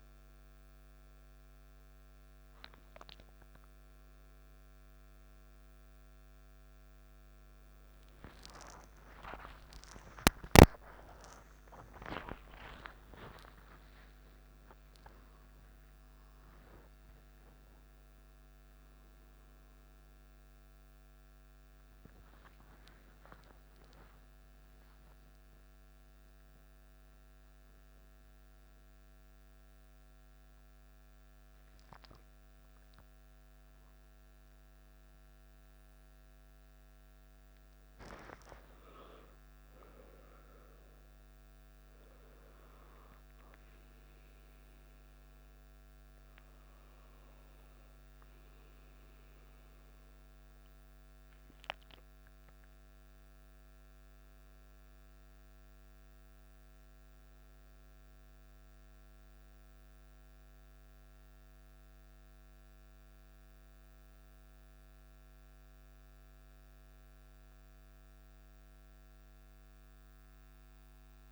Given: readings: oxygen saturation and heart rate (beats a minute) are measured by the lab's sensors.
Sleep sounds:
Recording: a person awake in a sleep study, by a microphone on the trachea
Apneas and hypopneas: none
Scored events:
3.50-63.50 s: new sleep stage, awake
63.50-71.32 s: new sleep stage, N1 (lightest sleep)
From the record:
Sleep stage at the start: N2 (light sleep)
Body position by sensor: on the back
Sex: male

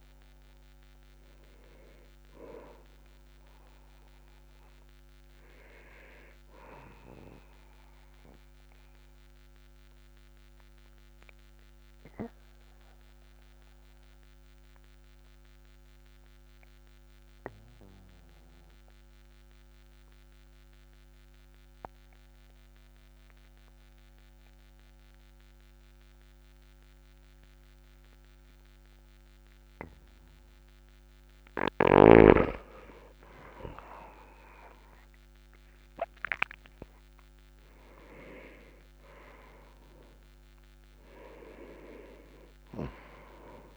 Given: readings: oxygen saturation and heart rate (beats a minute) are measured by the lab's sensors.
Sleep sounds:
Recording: breathing in sleep by a microphone on the trachea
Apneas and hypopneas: 1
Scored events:
1.50-17.50 s: oxygen desaturation (device-marked, oxygen 96% before, 91% lowest, heart rate 51 before, 42 extreme)
8.50-29.50 s: obstructive apnea (oxygen 98% before, 91% lowest, heart rate 50 before, 42 extreme, up 0 after)
32.50-37.00 s: arousal
From the record:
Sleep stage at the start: N2 (light sleep)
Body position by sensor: on the back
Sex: male

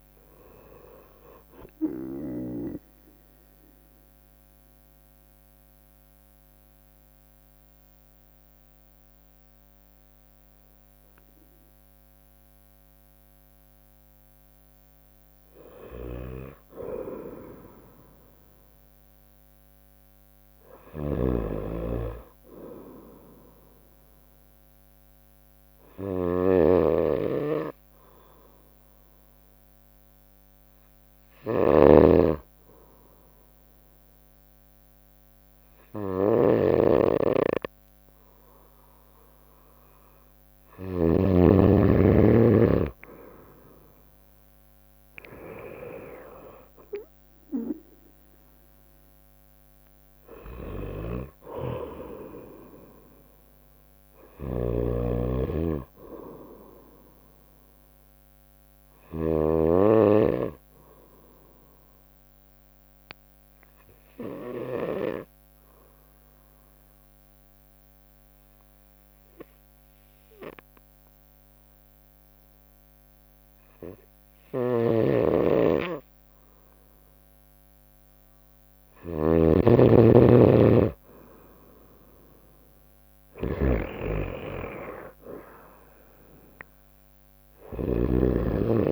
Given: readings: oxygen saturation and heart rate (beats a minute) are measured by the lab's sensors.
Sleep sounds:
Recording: breathing in sleep by a microphone on the trachea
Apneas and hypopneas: 3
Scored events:
0.00-1.00 s: oxygen desaturation (device-marked, oxygen 92% lowest, heart rate 60 extreme)
0.00-6.00 s: drop in pulse transit time (device-marked, heart rate 67 extreme)
3.00-15.00 s: mixed apnea (oxygen 95% before, 90% lowest, heart rate 78 before, 60 extreme, up 4 after)
8.00-19.00 s: oxygen desaturation (device-marked, oxygen 94% before, 90% lowest, heart rate 78 before, 61 extreme)
15.50-41.00 s: snoring (device-marked)
18.00-88.92 s: new sleep stage, N2 (light sleep)
18.50-23.00 s: arousal
26.50-40.00 s: obstructive apnea (oxygen 99% before, 95% lowest, heart rate 62 before, 61 extreme, up 3 after)
45.50-49.50 s: arousal
47.00-61.00 s: drop in pulse transit time (device-marked, heart rate 63 before, 63 extreme)
50.50-59.50 s: snoring (device-marked)
60.00-78.00 s: obstructive apnea (oxygen 97% before, 94% lowest, heart rate 63 before, 58 extreme, up 11 after)
74.50-88.92 s: snoring (device-marked)
78.00-88.92 s: drop in pulse transit time (device-marked, heart rate 62 before, 59 extreme)
79.50-83.00 s: arousal
84.00-86.00 s: long interval between heartbeats (device-marked, heart rate 62 before, 72 extreme)
From the record:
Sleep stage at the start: N1 (lightest sleep)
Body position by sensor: on the right side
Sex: female

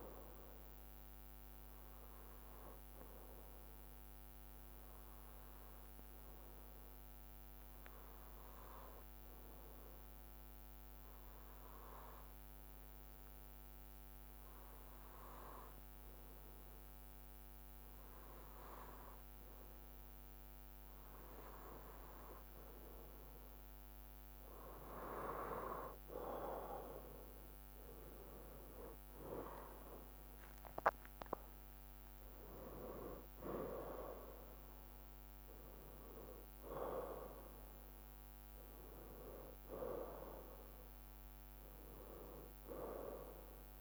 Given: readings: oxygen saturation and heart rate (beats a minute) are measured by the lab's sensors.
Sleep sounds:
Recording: breathing in sleep by a microphone on the trachea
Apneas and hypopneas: 1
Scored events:
1.50-21.00 s: obstructive apnea (oxygen 96% before, 94% lowest, heart rate 64 before, 60 extreme, up 3 after)
18.50-36.50 s: drop in pulse transit time (device-marked, heart rate 62 before, 60 extreme)
26.50-29.50 s: arousal
From the record:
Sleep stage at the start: N2 (light sleep)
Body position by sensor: on the right side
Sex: male

